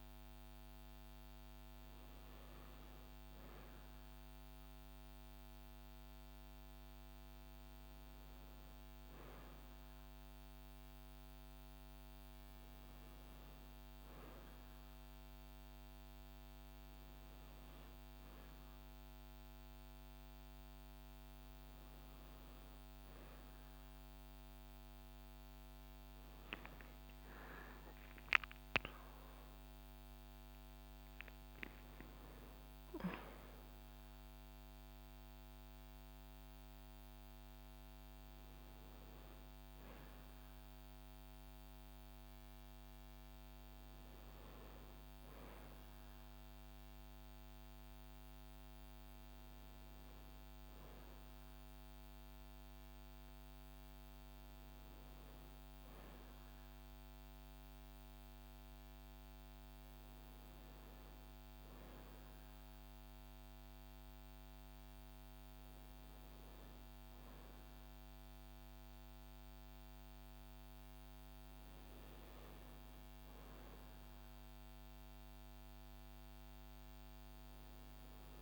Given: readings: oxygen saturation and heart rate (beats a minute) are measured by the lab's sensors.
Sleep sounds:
a person awake in a sleep study, hard to hear, by a microphone on the trachea; none
none scored
From the record:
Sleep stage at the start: awake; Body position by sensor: on the right side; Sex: female

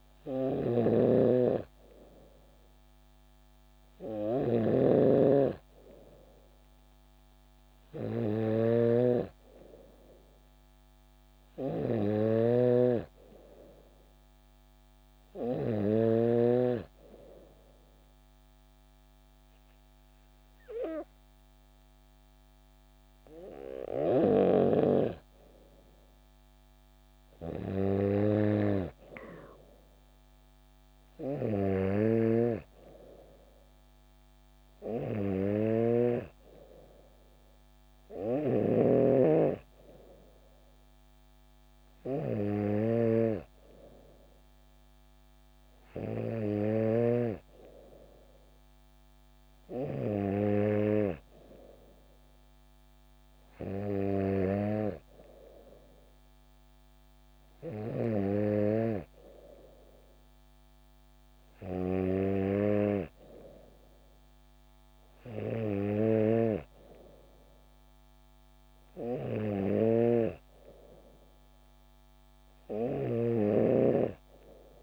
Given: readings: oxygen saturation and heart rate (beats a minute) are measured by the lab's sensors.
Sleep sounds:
breathing in sleep by a microphone on the trachea; none
0.00-16.50 s: snoring (device-marked)
32.00-39.00 s: snoring (device-marked)
73.00-74.83 s: snoring (device-marked)
From the record:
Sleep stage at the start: N3 (deep sleep); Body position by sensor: on the back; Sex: female

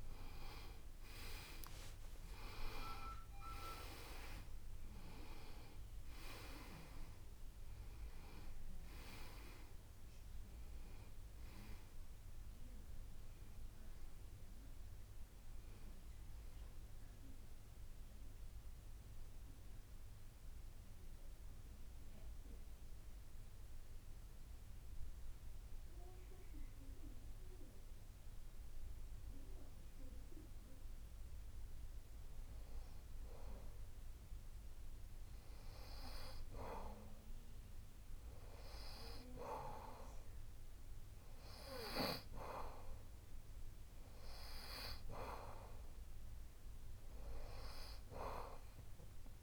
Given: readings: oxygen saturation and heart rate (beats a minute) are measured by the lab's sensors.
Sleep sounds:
breathing in sleep by a room microphone; 1
0.00-2.00 s: arousal
20.00-33.50 s: obstructive apnea (oxygen 96% before, 93% lowest)
35.50-39.00 s: arousal
From the record:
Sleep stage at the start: N2 (light sleep); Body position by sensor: on the back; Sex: male

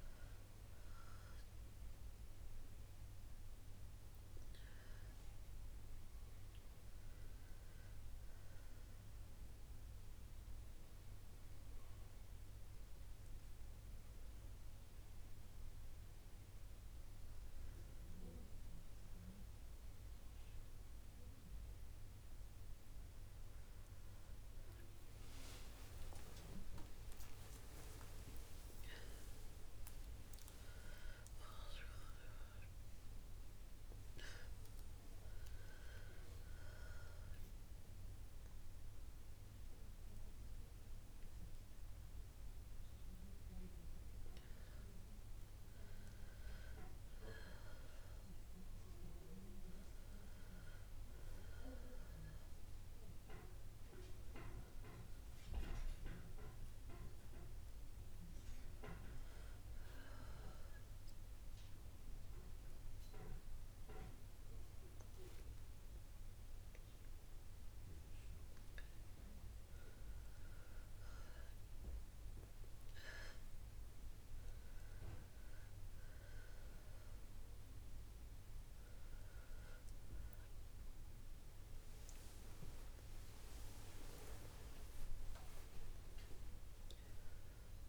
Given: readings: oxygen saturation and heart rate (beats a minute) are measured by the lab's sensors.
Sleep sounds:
breathing in sleep by a room microphone; 2
10.00-25.50 s: hypopnea (oxygen 95% before, 90% lowest, heart rate 62 before, 61 extreme)
27.00-31.50 s: arousal
50.50-55.00 s: arousal
55.50-65.50 s: oxygen desaturation (device-marked, oxygen 95% before, 92% lowest, heart rate 84 before, 60 extreme)
59.00-70.00 s: obstructive apnea (oxygen 95% before, 90% lowest, heart rate 76 before, 60 extreme, up 7 after)
73.00-77.50 s: arousal
75.50-87.88 s: oxygen desaturation (device-marked, oxygen 96% before, 90% lowest, heart rate 64 before, 60 extreme)
From the record:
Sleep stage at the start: N2 (light sleep); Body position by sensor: on the right side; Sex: female

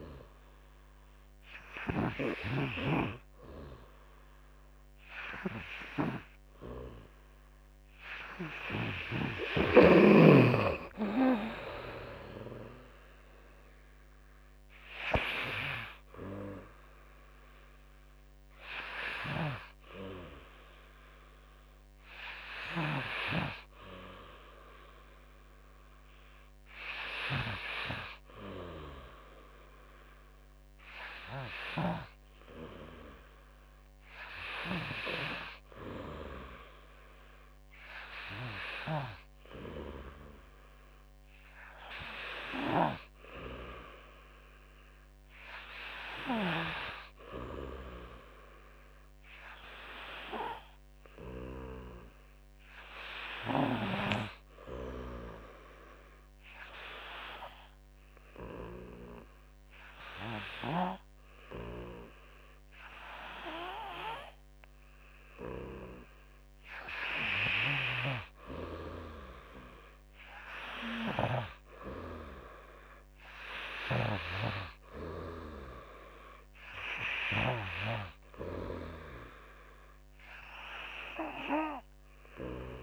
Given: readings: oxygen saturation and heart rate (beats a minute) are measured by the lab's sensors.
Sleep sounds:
breathing in sleep by a microphone on the trachea; 1
11.00-23.00 s: drop in pulse transit time (device-marked, heart rate 58 before, 48 extreme)
48.00-51.00 s: arousal
54.50-66.50 s: obstructive apnea (oxygen 99% before, 93% lowest, heart rate 54 before, 52 extreme, up 1 after)
69.50-72.50 s: arousal
75.00-82.82 s: oxygen desaturation (device-marked, oxygen 96% before, 93% lowest, heart rate 56 before, 50 extreme)
From the record:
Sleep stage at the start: N3 (deep sleep); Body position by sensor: on the back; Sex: male

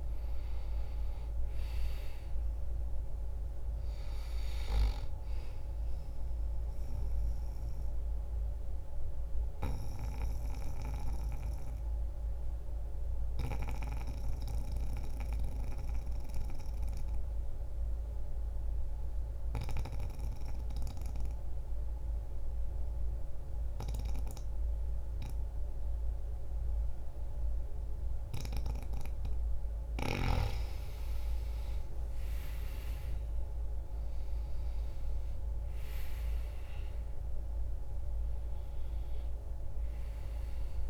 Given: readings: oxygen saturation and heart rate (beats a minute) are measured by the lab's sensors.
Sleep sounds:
breathing in sleep by a room microphone; 1
5.00-24.00 s: oxygen desaturation (device-marked, oxygen 98% before, 88% lowest, heart rate 53 before, 43 extreme)
7.00-29.00 s: obstructive apnea (oxygen 98% before, 85% lowest, heart rate 55 before, 43 extreme, up 0 after)
30.50-35.00 s: arousal
33.00-40.90 s: oxygen desaturation (device-marked, oxygen 97% before, 85% lowest)
From the record:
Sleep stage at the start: N2 (light sleep); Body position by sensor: on the back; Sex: male

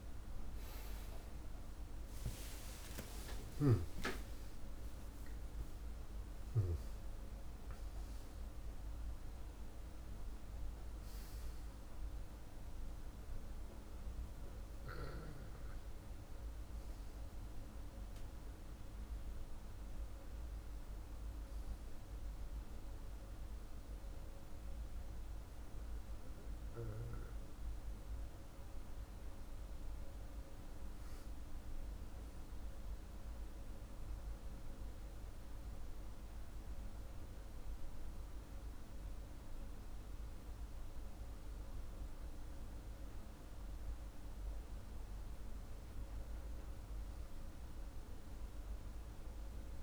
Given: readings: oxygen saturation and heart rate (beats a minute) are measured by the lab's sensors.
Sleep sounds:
breathing in sleep, hard to hear, by a room microphone; none
2.50-7.00 s: arousal
From the record:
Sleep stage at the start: N2 (light sleep); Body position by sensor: on the back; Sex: male

